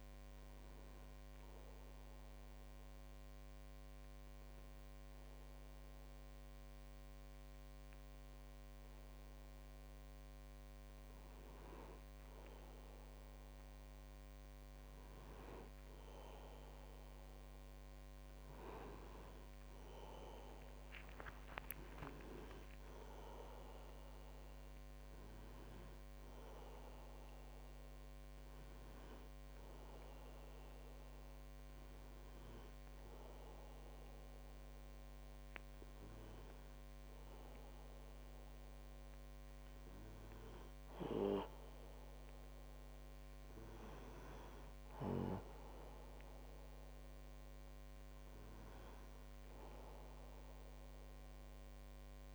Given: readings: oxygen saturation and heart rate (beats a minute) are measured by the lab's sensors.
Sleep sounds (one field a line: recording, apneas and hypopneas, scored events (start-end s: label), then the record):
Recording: breathing in sleep by a microphone on the trachea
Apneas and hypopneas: 1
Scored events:
2.00-13.00 s: obstructive apnea (oxygen 99% before, 96% lowest, heart rate 52 before, 42 extreme, up 16 after)
15.50-20.50 s: arousal
From the record:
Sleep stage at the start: N1 (lightest sleep)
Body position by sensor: on the back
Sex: male